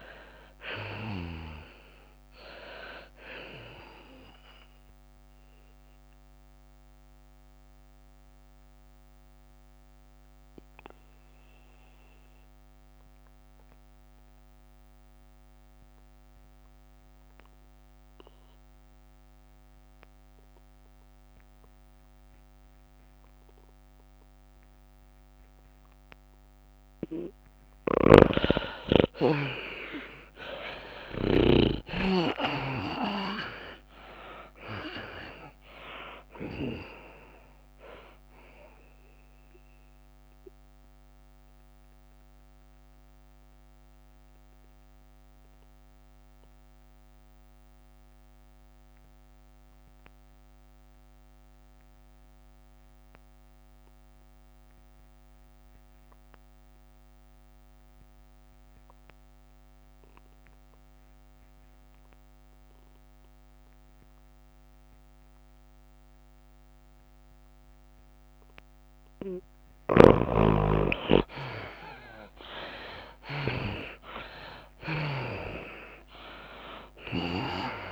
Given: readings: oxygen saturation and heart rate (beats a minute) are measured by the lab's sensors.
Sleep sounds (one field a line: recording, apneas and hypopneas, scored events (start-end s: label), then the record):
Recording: breathing in sleep by a microphone on the trachea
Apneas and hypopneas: 2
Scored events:
0.00-12.50 s: drop in pulse transit time (device-marked, heart rate 100 extreme)
0.00-13.50 s: tachycardia (device-marked, heart rate 106 extreme)
0.00-18.50 s: oxygen desaturation (device-marked, oxygen 79% lowest, heart rate 94 extreme)
5.50-28.50 s: mixed apnea (oxygen 96% before, 74% lowest, heart rate 98 before, 94 extreme, up 5 after)
28.50-32.50 s: snoring (device-marked)
28.50-57.50 s: oxygen desaturation (device-marked, oxygen 97% before, 78% lowest, heart rate 99 before, 93 extreme)
31.50-35.50 s: arousal
33.50-44.50 s: tachycardia (device-marked, heart rate 100 before, 105 extreme)
33.50-48.50 s: drop in pulse transit time (device-marked, heart rate 97 before, 99 extreme)
40.50-69.50 s: mixed apnea (oxygen 97% before, 74% lowest, heart rate 98 before, 93 extreme, up 6 after)
62.50-77.91 s: oxygen desaturation (device-marked, oxygen 98% before, 74% lowest, heart rate 98 before, 93 extreme)
74.50-77.91 s: tachycardia (device-marked, heart rate 100 before, 107 extreme)
75.00-77.91 s: arousal
75.50-77.91 s: drop in pulse transit time (device-marked, heart rate 95 before, 98 extreme)
From the record:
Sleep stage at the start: N2 (light sleep)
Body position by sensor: on the back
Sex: female